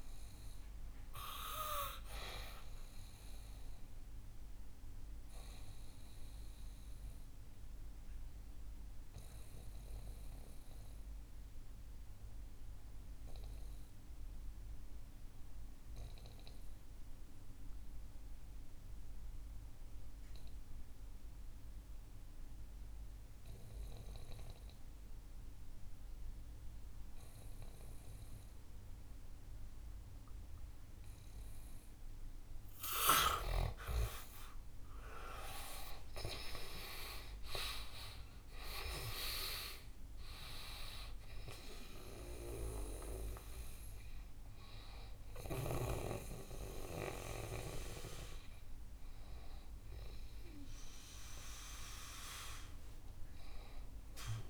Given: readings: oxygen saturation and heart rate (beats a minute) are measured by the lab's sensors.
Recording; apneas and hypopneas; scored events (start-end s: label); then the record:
breathing in sleep by a room microphone; 1
0.00-23.00 s: oxygen desaturation (device-marked, oxygen 89% lowest, heart rate 61 extreme)
4.00-30.00 s: obstructive apnea (oxygen 99% before, 87% lowest, heart rate 68 before, 61 extreme, up 10 after)
34.00-39.00 s: arousal
36.00-54.50 s: oxygen desaturation (device-marked, oxygen 98% before, 87% lowest, heart rate 65 before, 64 extreme)
From the record:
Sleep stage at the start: N2 (light sleep); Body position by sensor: on the back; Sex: male